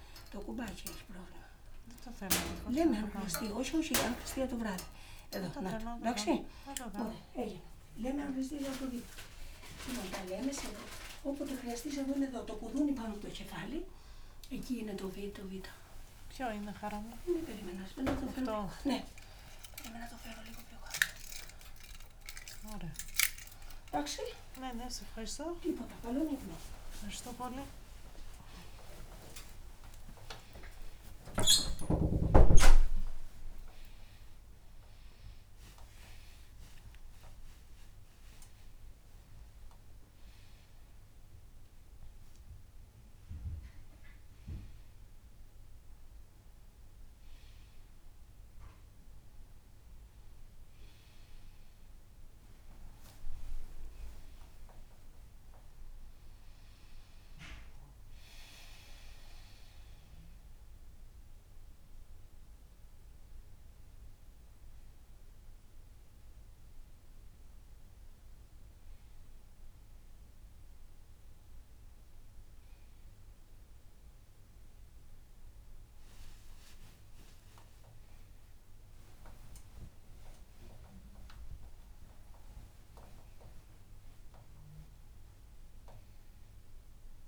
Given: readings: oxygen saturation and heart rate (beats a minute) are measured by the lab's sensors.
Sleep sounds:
a person awake in a sleep study, by a room microphone; none
28.00-30.00 s: long interval between heartbeats (device-marked, heart rate 60 before, 86 extreme)
82.00-84.00 s: long interval between heartbeats (device-marked, heart rate 71 before, 84 extreme)
From the record:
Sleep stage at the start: awake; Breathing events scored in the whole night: 112 in 4.4 hours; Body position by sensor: on the front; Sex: female

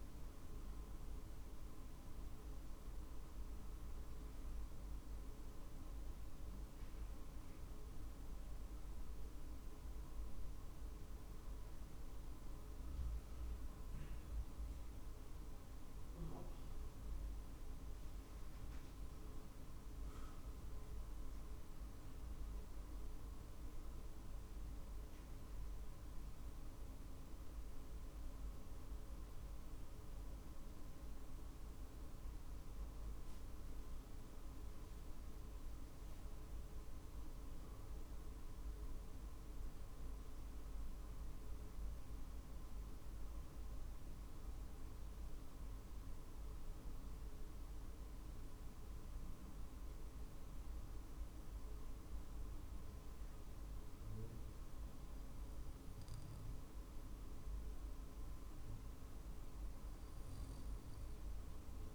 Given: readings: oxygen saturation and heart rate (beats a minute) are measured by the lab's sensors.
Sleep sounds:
breathing in sleep, hard to hear, by a room microphone; 1
0.00-8.00 s: drop in pulse transit time (device-marked, heart rate 50 extreme)
11.50-16.00 s: arousal
19.00-35.00 s: oxygen desaturation (device-marked, oxygen 94% before, 91% lowest, heart rate 50 before, 47 extreme)
21.00-34.00 s: hypopnea (oxygen 94% before, 91% lowest, heart rate 49 before, 47 extreme, up 3 after)
35.50-39.00 s: arousal
From the record:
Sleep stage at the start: N2 (light sleep); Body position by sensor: on the back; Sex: male

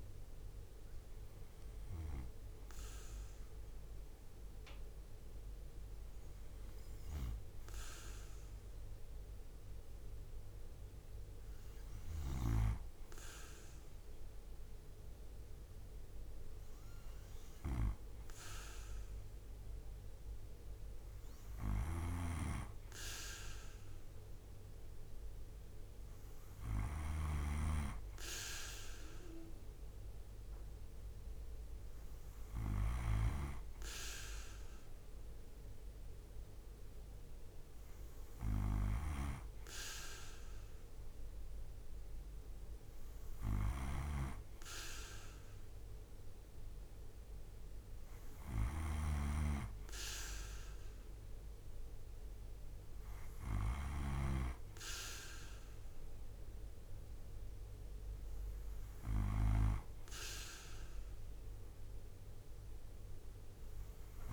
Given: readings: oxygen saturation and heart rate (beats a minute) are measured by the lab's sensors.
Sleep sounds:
breathing in sleep by a room microphone; none
0.00-3.50 s: drop in pulse transit time (device-marked, heart rate 63 extreme)
11.50-26.50 s: snoring (device-marked)
32.50-59.00 s: snoring (device-marked)
From the record:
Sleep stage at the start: N2 (light sleep); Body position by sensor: on the right side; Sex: male

